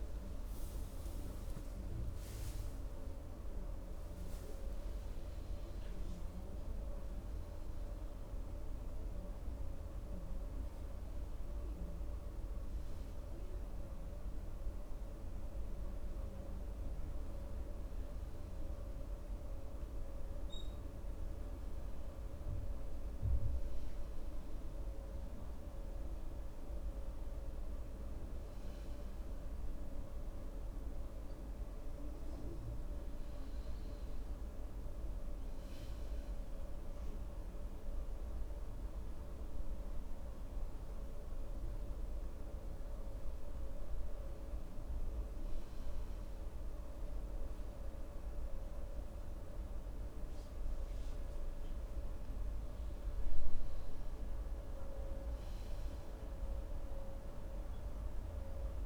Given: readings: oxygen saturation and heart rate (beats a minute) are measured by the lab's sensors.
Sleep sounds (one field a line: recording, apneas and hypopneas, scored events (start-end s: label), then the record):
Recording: breathing in sleep, hard to hear, by a room microphone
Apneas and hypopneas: none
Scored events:
none scored
From the record:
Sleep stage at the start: N2 (light sleep)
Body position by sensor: on the right side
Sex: male